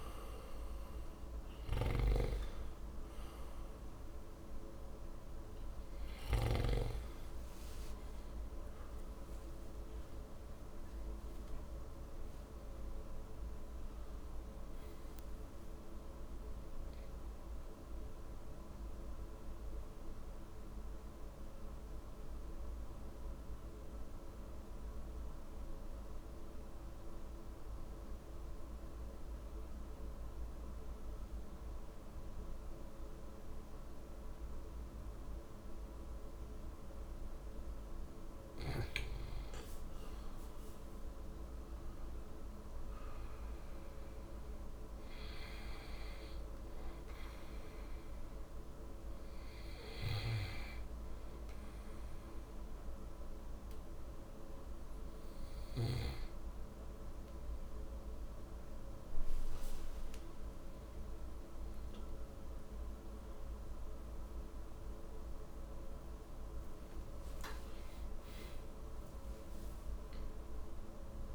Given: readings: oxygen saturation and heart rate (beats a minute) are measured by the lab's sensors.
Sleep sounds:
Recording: breathing in sleep, hard to hear, by a room microphone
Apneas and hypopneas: 2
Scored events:
0.00-24.00 s: oxygen desaturation (device-marked, oxygen 91% lowest, heart rate 52 extreme)
8.00-11.50 s: arousal
19.50-37.50 s: mixed apnea (oxygen 96% before, 93% lowest, heart rate 69 before, 52 extreme, up 7 after)
37.00-65.00 s: oxygen desaturation (device-marked, oxygen 99% before, 93% lowest, heart rate 56 before, 52 extreme)
39.50-43.50 s: arousal
51.50-64.00 s: hypopnea (oxygen 99% before, 93% lowest, heart rate 56 before, 52 extreme, up 22 after)
67.00-71.00 s: arousal
From the record:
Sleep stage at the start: N2 (light sleep)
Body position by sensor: on the back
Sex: male

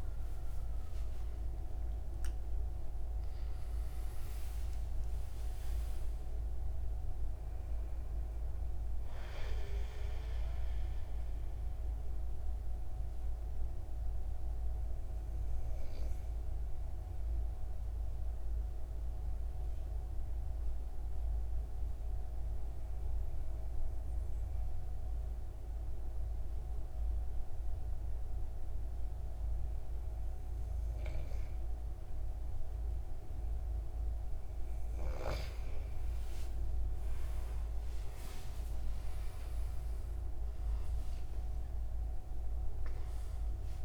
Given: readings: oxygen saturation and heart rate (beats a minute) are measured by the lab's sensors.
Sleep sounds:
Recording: breathing in sleep, hard to hear, by a room microphone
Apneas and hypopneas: 1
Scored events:
13.00-32.00 s: obstructive apnea (oxygen 97% before, 92% lowest, heart rate 138 before, 146 extreme, up 23 after)
37.50-43.00 s: arousal
39.00-43.85 s: oxygen desaturation (device-marked, oxygen 97% before, 92% lowest, heart rate 178 before, 141 extreme)
From the record:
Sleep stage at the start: N2 (light sleep)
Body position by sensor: on the right side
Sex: male

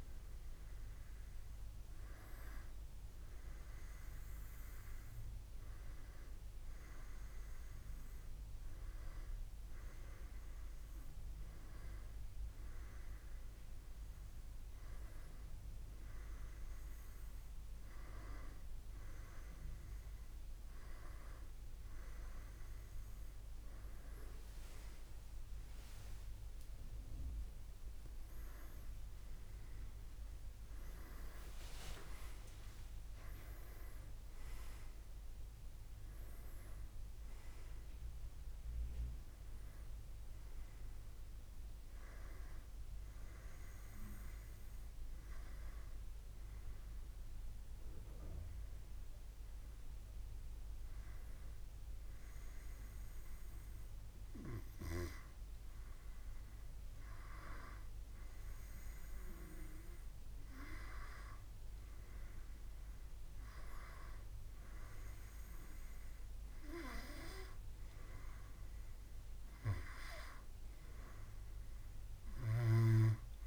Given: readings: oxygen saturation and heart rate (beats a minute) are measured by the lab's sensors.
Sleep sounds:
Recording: a person partly awake in a sleep study, by a room microphone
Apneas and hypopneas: none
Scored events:
31.50-73.47 s: new sleep stage, N1 (lightest sleep)
From the record:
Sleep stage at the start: awake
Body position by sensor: on the back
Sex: male

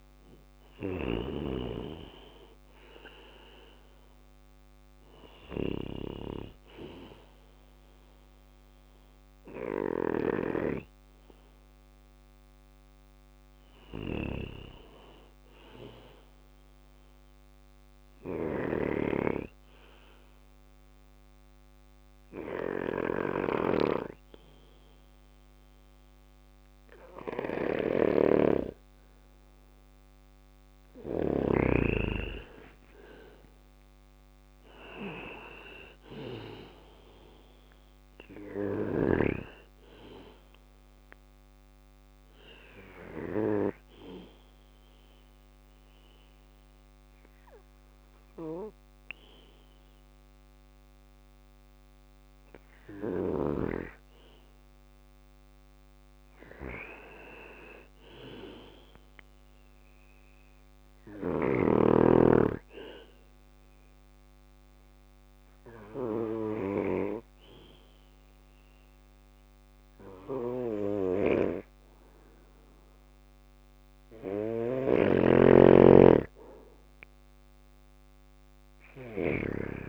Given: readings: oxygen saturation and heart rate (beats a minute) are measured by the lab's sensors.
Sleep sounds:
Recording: breathing in sleep by a microphone on the trachea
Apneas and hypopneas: 3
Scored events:
0.00-1.00 s: arousal
0.00-9.50 s: snoring (device-marked)
5.00-10.00 s: bradycardia (device-marked, heart rate 60 before, 59 extreme)
15.50-28.50 s: obstructive apnea (oxygen 98% before, 91% lowest, heart rate 61 before, 60 extreme, up 2 after)
17.00-30.50 s: snoring (device-marked)
30.00-33.00 s: arousal
38.00-53.00 s: oxygen desaturation (device-marked, oxygen 96% before, 91% lowest, heart rate 62 before, 59 extreme)
40.00-52.50 s: obstructive apnea (oxygen 97% before, 91% lowest, heart rate 62 before, 59 extreme, up 3 after)
54.00-57.00 s: arousal
60.00-62.00 s: bradycardia (device-marked, heart rate 60 before, 61 extreme)
62.50-73.00 s: obstructive apnea (oxygen 98% before, 93% lowest, heart rate 61 before, 59 extreme, up 2 after)
74.50-77.00 s: arousal
From the record:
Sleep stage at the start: N2 (light sleep)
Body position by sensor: on the back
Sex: male

